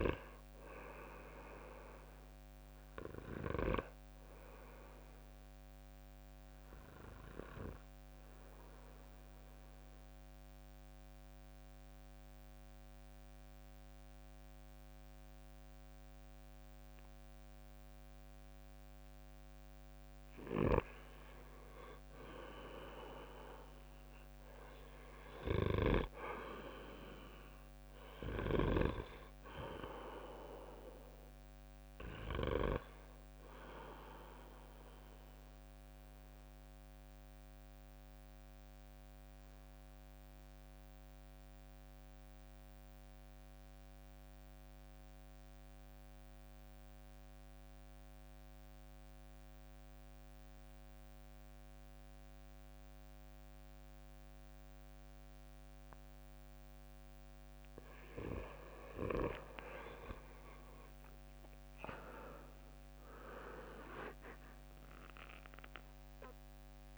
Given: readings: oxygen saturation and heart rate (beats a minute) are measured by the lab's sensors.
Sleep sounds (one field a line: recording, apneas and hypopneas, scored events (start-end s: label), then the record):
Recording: breathing in sleep by a microphone on the trachea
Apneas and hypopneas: 2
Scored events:
8.50-20.50 s: obstructive apnea (oxygen 97% before, 92% lowest, heart rate 63 before, 54 extreme, up 7 after)
22.00-25.50 s: arousal
26.50-42.50 s: oxygen desaturation (device-marked, oxygen 97% before, 92% lowest, heart rate 61 before, 54 extreme)
39.00-58.50 s: mixed apnea (oxygen 97% before, 91% lowest, heart rate 62 before, 54 extreme, up 25 after)
59.50-64.00 s: arousal
60.00-66.98 s: leg movement (device-marked)
61.50-66.98 s: oxygen desaturation (device-marked, oxygen 97% before, 93% lowest, heart rate 57 before, 56 extreme)
65.50-66.98 s: long interval between heartbeats (device-marked, heart rate 59 before, 80 extreme)
From the record:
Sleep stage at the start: N2 (light sleep)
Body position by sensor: on the back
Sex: male